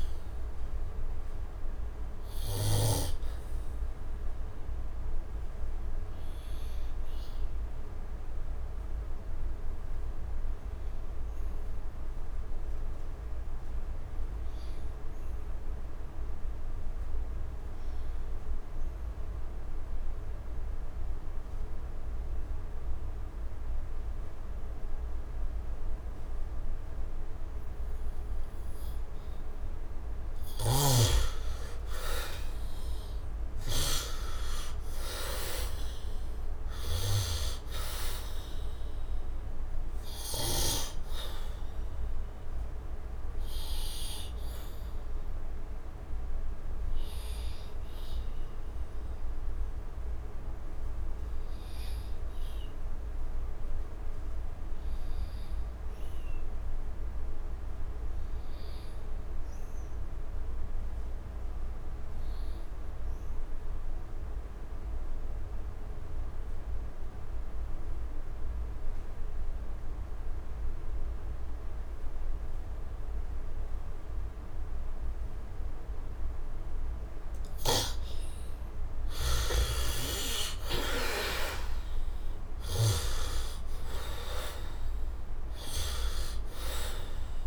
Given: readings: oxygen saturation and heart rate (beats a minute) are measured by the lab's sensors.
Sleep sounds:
breathing in sleep by a room microphone; 2
0.00-2.50 s: snoring (device-marked)
0.00-15.00 s: oxygen desaturation (device-marked, oxygen 69% lowest, heart rate 69 extreme)
1.50-26.50 s: obstructive apnea (oxygen 99% before, 69% lowest, heart rate 78 before, 66 extreme, up 9 after)
23.00-56.00 s: oxygen desaturation (device-marked, oxygen 100% before, 74% lowest, heart rate 70 before, 65 extreme)
27.50-31.50 s: arousal
30.00-33.50 s: snoring (device-marked)
39.00-77.00 s: obstructive apnea (oxygen 100% before, 69% lowest, heart rate 75 before, 62 extreme, up 11 after)
63.00-87.47 s: oxygen desaturation (device-marked, oxygen 99% before, 69% lowest, heart rate 67 before, 62 extreme)
76.50-82.50 s: snoring (device-marked)
79.00-82.50 s: arousal
From the record:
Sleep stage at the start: N2 (light sleep); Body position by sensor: on the back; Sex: male

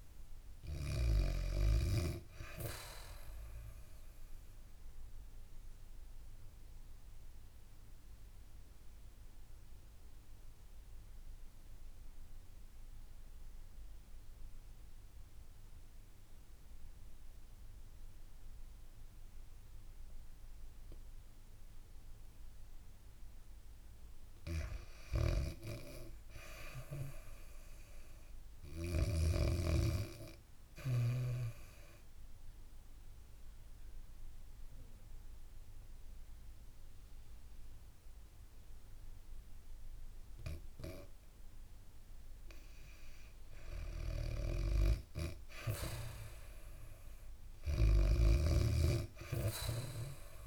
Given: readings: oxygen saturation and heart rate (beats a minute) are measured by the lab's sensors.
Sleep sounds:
breathing in sleep by a room microphone; 2
0.00-1.00 s: snoring (device-marked)
3.00-22.00 s: obstructive apnea (oxygen 99% before, 91% lowest, heart rate 73 before, 57 extreme, up 3 after)
24.50-28.00 s: arousal
28.00-50.47 s: oxygen desaturation (device-marked, oxygen 98% before, 91% lowest, heart rate 64 before, 57 extreme)
32.00-43.00 s: obstructive apnea (oxygen 99% before, 91% lowest, heart rate 63 before, 57 extreme, up 16 after)
36.00-40.00 s: bradycardia (device-marked, heart rate 70 before, 58 extreme)
47.50-50.47 s: snoring (device-marked)
48.00-50.47 s: arousal
From the record:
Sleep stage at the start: REM sleep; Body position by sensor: on the back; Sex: female

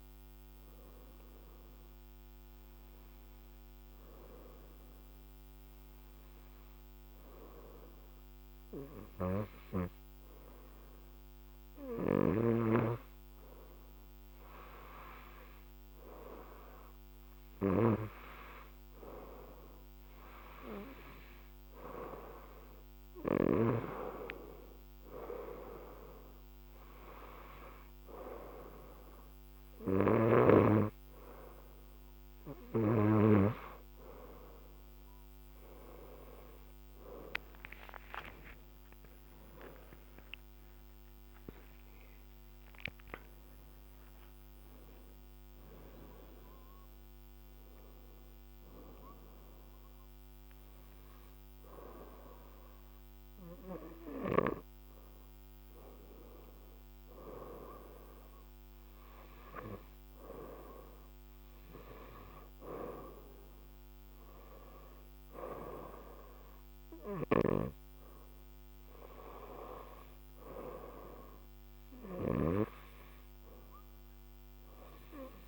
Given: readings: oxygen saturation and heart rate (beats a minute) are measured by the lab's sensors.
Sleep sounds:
breathing in sleep by a microphone on the trachea; 1
0.00-2.00 s: arousal
5.50-17.50 s: hypopnea (oxygen 95% before, 93% lowest, heart rate 74 before, 73 extreme, up 5 after)
19.00-22.00 s: arousal
40.50-45.00 s: arousal
67.00-75.48 s: snoring (device-marked)
From the record:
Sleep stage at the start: N2 (light sleep); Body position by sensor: on the right side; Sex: female

